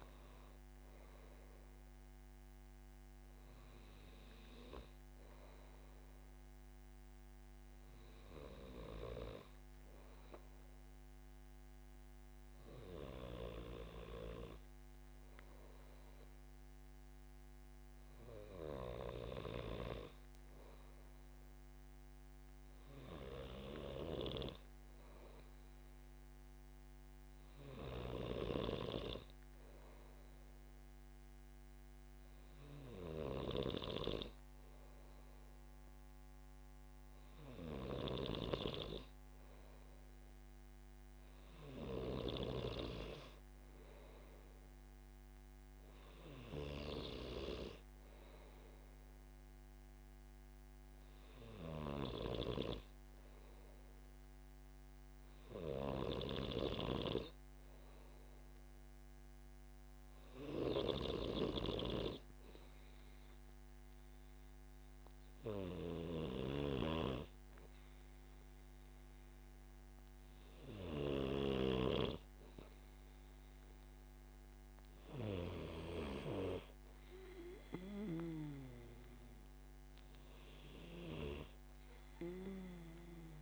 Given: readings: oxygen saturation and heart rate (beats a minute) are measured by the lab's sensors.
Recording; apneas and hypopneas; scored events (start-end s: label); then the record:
breathing in sleep by a microphone on the trachea; none
none scored
From the record:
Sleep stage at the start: N2 (light sleep); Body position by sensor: on the back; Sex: male